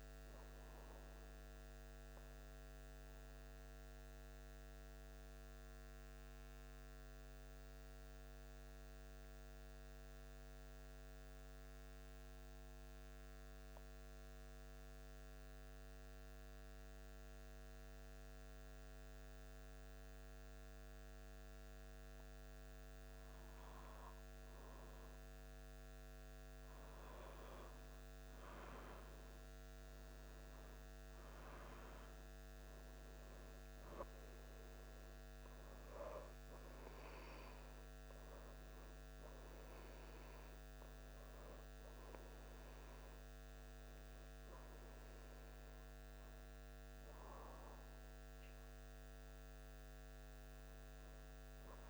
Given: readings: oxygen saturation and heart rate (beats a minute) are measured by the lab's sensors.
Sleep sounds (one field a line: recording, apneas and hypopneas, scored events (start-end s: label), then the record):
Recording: breathing in sleep, hard to hear, by a microphone on the trachea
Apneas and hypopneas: 1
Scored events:
3.00-22.00 s: mixed apnea (oxygen 97% before, 94% lowest, heart rate 76 before, 74 extreme, up 3 after)
23.50-29.00 s: arousal
48.50-51.90 s: arousal
From the record:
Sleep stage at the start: N2 (light sleep)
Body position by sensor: on the back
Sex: male